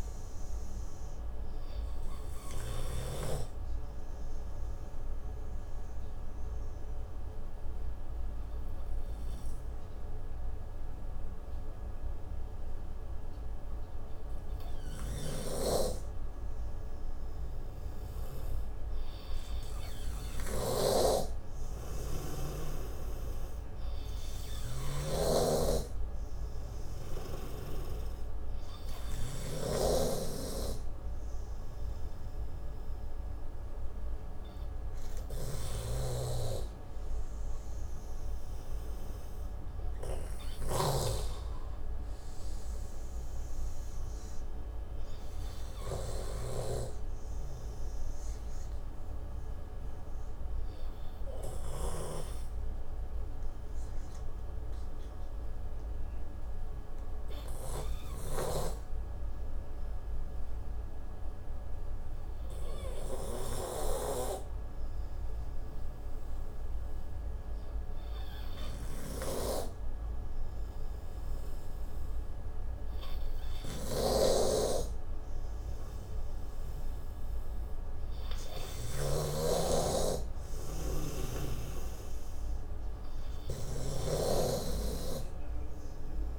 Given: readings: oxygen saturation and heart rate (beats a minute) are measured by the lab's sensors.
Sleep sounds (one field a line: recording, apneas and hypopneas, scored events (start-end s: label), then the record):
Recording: breathing in sleep by a room microphone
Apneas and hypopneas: 1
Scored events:
1.50-6.50 s: oxygen desaturation (device-marked, oxygen 97% before, 93% lowest)
3.00-18.50 s: obstructive apnea (oxygen 97% before, 91% lowest)
20.00-22.50 s: arousal
20.50-25.50 s: snoring (device-marked)
25.50-42.50 s: oxygen desaturation (device-marked, oxygen 96% before, 91% lowest)
36.50-41.50 s: snoring (device-marked)
74.00-80.00 s: snoring (device-marked)
75.50-86.39 s: oxygen desaturation (device-marked, oxygen 96% before, 88% lowest)
84.50-86.39 s: snoring (device-marked)
From the record:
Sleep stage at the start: N2 (light sleep)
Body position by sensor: on the right side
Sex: male